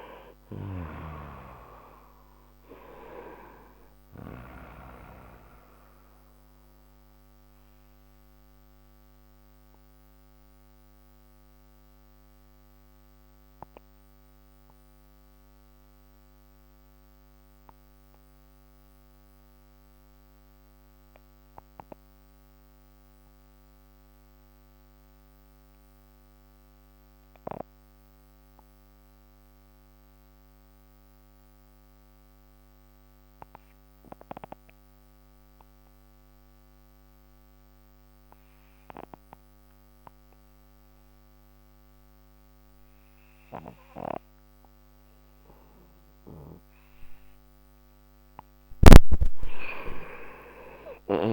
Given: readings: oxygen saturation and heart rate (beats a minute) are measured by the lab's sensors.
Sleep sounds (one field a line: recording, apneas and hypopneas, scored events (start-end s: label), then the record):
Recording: breathing in sleep by a microphone on the trachea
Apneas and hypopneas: 1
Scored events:
0.00-22.00 s: oxygen desaturation (device-marked, oxygen 87% lowest, heart rate 55 extreme)
7.50-45.50 s: mixed apnea (oxygen 97% before, 85% lowest, heart rate 85 before, 53 extreme, up 6 after)
40.00-51.33 s: oxygen desaturation (device-marked, oxygen 97% before, 85% lowest, heart rate 59 before, 53 extreme)
49.50-51.33 s: arousal
From the record:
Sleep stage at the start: N2 (light sleep)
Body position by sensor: on the right side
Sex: male